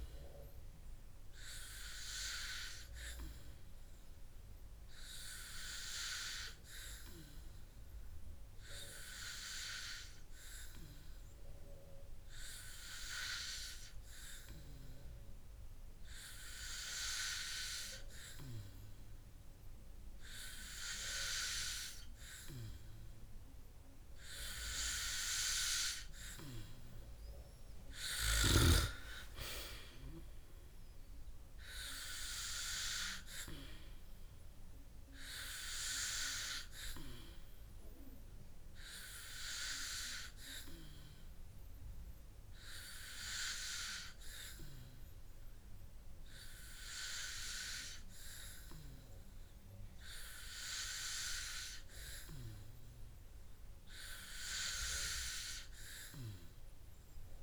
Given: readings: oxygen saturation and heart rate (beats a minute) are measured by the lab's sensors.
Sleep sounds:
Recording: breathing in sleep by a room microphone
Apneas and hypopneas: none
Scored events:
none scored
From the record:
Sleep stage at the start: N2 (light sleep)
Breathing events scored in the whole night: 220 in 4.2 hours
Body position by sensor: on the back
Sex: male

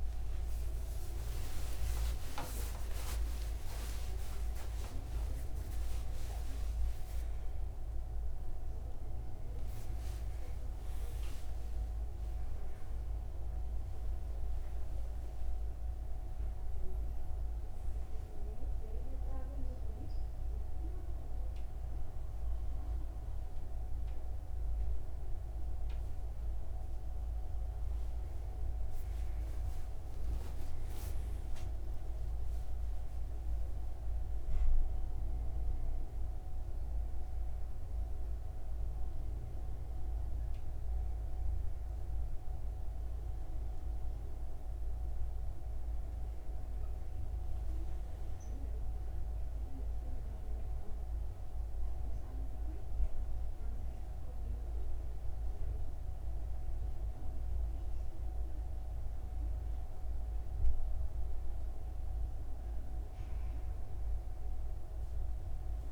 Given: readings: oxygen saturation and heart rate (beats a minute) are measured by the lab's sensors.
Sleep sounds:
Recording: a person awake in a sleep study, hard to hear, by a room microphone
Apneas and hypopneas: none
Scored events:
none scored
From the record:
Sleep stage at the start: awake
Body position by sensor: on the right side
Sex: male

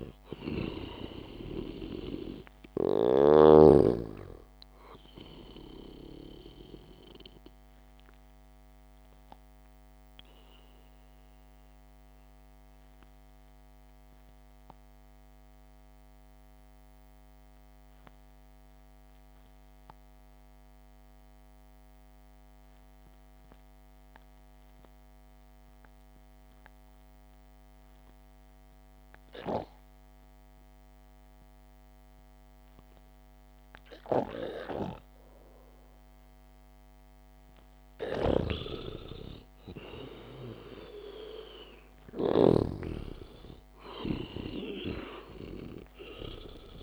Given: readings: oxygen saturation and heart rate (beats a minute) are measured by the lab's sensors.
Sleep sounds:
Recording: breathing in sleep by a microphone on the trachea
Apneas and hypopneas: 1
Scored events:
0.00-1.50 s: arousal
0.00-4.00 s: snoring (device-marked)
3.00-25.00 s: oxygen desaturation (device-marked, oxygen 97% before, 89% lowest, heart rate 62 before, 52 extreme)
10.50-36.50 s: obstructive apnea (oxygen 97% before, 89% lowest, heart rate 61 before, 52 extreme, up 2 after)
38.50-43.00 s: snoring (device-marked)
39.00-43.50 s: arousal
41.00-43.00 s: long interval between heartbeats (device-marked, heart rate 62 before, 54 extreme)
From the record:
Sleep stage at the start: N2 (light sleep)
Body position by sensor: on the back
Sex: male

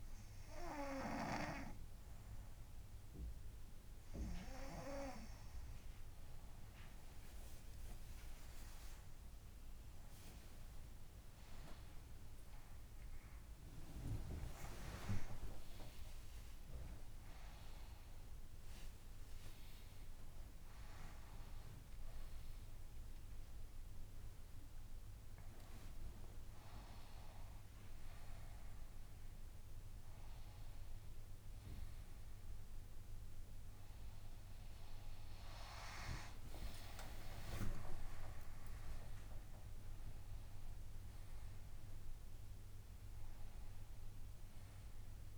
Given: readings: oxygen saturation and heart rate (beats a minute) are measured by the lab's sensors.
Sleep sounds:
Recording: a person awake in a sleep study, by a room microphone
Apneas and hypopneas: none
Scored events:
12.00-42.00 s: new sleep stage, awake
42.00-45.38 s: new sleep stage, N2 (light sleep)
From the record:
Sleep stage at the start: N2 (light sleep)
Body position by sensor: on the right side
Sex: female

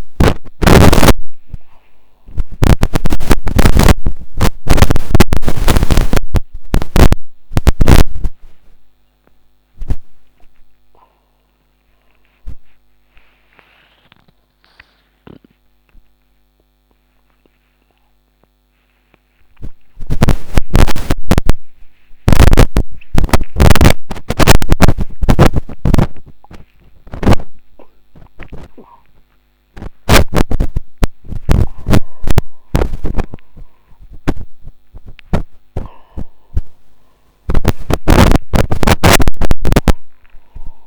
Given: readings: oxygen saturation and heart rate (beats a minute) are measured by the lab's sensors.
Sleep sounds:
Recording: a person awake in a sleep study, by a microphone on the trachea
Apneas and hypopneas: none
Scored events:
none scored
From the record:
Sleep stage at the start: awake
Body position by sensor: upright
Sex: male

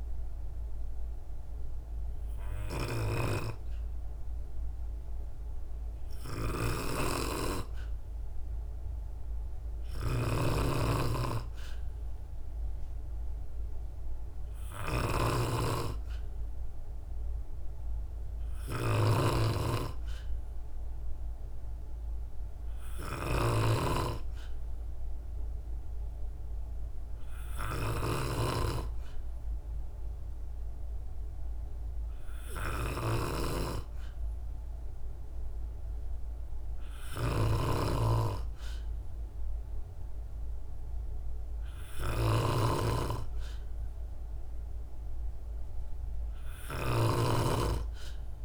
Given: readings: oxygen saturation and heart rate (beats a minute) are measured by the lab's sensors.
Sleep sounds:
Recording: breathing in sleep by a room microphone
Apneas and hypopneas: none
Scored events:
0.00-48.45 s: snoring (device-marked)
From the record:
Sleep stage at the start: N2 (light sleep)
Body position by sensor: on the back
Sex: female

